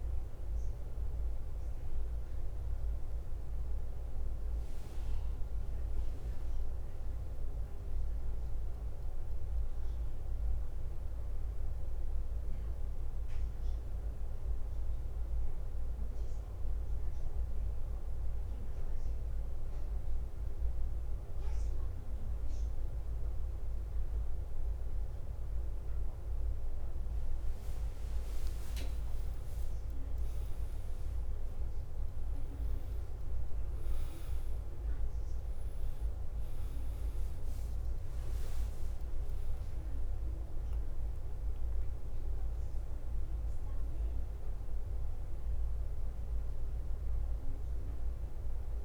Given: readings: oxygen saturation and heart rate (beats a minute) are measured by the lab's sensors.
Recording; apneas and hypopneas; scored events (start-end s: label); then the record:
breathing in sleep, hard to hear, by a room microphone; 1
0.00-27.00 s: bradycardia (device-marked, heart rate 48 extreme)
16.50-27.50 s: obstructive apnea (oxygen 100% before, 95% lowest, heart rate 55 before, 56 extreme, up 7 after)
27.00-43.00 s: oxygen desaturation (device-marked, oxygen 99% before, 96% lowest, heart rate 57 before, 46 extreme)
29.00-34.00 s: arousal
39.50-41.50 s: long interval between heartbeats (device-marked, heart rate 59 before, 65 extreme)
42.00-44.00 s: bradycardia (device-marked, heart rate 53 before, 62 extreme)
From the record:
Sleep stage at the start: N1 (lightest sleep); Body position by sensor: on the back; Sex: male